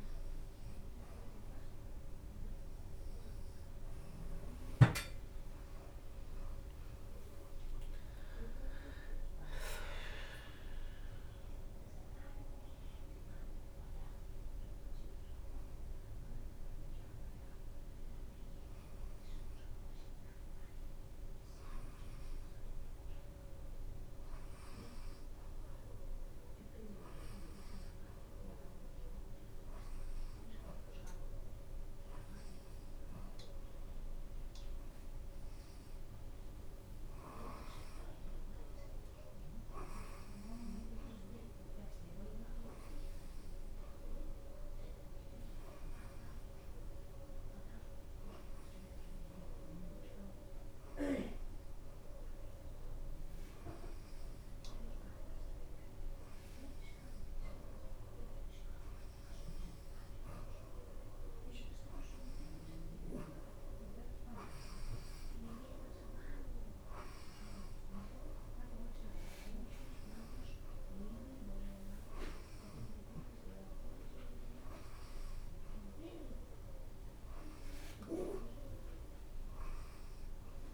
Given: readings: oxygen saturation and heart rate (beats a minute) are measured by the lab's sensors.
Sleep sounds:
breathing in sleep by a room microphone; 1
0.00-4.50 s: oxygen desaturation (device-marked, oxygen 89% lowest, heart rate 77 extreme)
2.50-6.50 s: arousal
10.00-21.00 s: hypopnea (oxygen 94% before, 88% lowest, heart rate 90 before, 77 extreme, up 11 after)
11.50-21.50 s: drop in pulse transit time (device-marked, heart rate 90 before, 77 extreme)
13.50-31.50 s: oxygen desaturation (device-marked, oxygen 91% before, 88% lowest, heart rate 91 before, 77 extreme)
24.50-29.50 s: arousal
61.50-76.50 s: oxygen desaturation (device-marked, oxygen 91% before, 88% lowest, heart rate 90 before, 96 extreme)
From the record:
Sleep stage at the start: N2 (light sleep); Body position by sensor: on the back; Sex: female

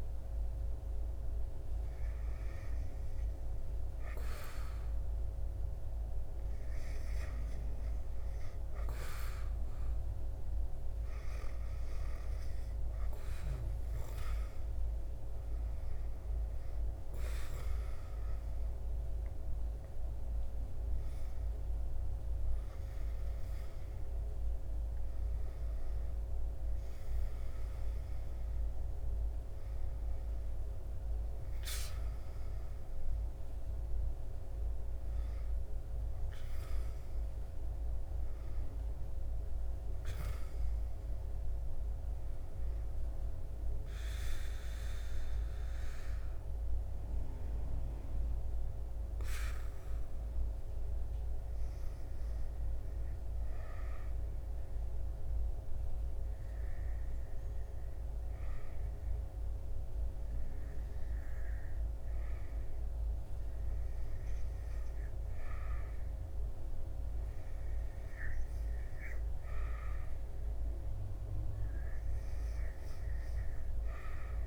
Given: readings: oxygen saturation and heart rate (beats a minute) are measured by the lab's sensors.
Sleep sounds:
breathing in sleep, hard to hear, by a room microphone; 1
4.50-74.47 s: new sleep stage, N2 (light sleep)
40.50-44.00 s: arousal
49.00-62.50 s: hypopnea (oxygen 100% before, 91% lowest, heart rate 69 before, 65 extreme, up 9 after)
64.00-68.00 s: arousal
From the record:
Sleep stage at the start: REM sleep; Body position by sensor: on the back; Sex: male

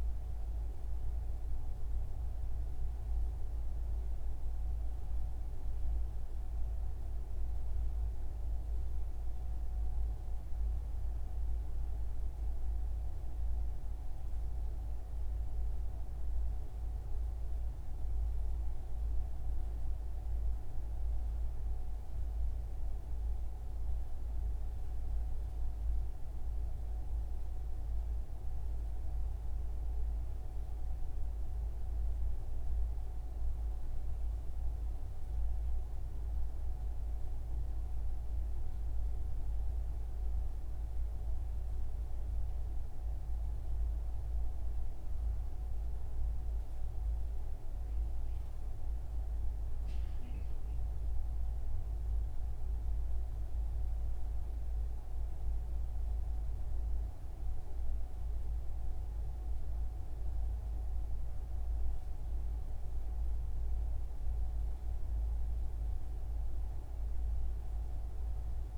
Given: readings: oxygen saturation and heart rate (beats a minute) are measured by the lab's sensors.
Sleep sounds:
breathing in sleep, hard to hear, by a room microphone; none
none scored
From the record:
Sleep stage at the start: N1 (lightest sleep); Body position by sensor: on the front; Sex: male

